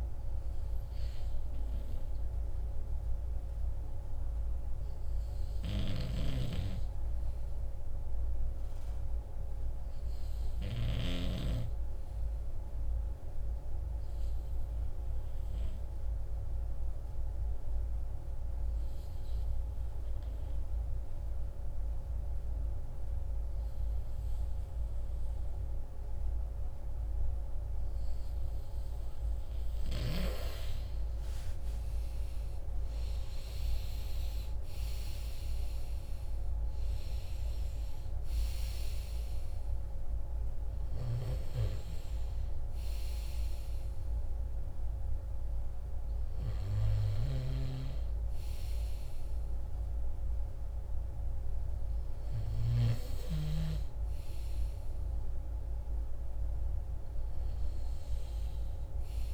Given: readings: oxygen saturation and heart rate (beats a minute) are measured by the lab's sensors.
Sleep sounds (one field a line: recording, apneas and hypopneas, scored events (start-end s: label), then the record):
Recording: breathing in sleep by a room microphone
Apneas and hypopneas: 1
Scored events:
10.00-30.00 s: obstructive apnea (oxygen 98% before, 94% lowest)
30.50-35.00 s: arousal
46.50-52.50 s: snoring (device-marked)
From the record:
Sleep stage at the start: N2 (light sleep)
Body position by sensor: on the right side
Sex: male